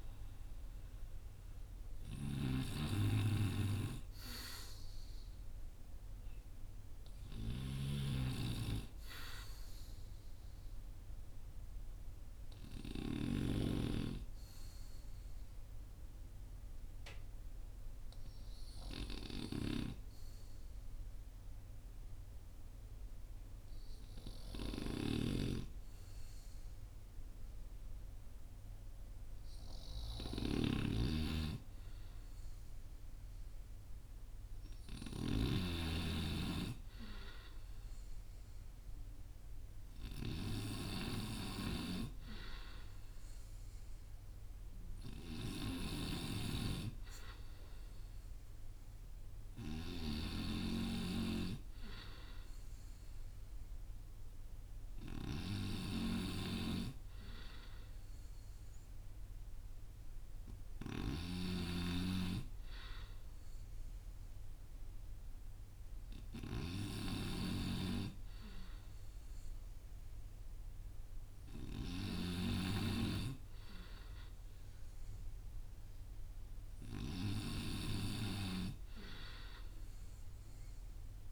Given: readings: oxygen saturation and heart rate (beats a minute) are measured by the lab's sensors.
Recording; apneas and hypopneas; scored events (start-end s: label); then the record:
breathing in sleep by a room microphone; 1
11.00-32.00 s: obstructive apnea (oxygen 93% before, 91% lowest, heart rate 48 before, 39 extreme, up 17 after)
30.50-35.50 s: snoring (device-marked)
33.50-37.50 s: arousal
From the record:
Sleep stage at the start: N2 (light sleep); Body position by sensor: on the front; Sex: male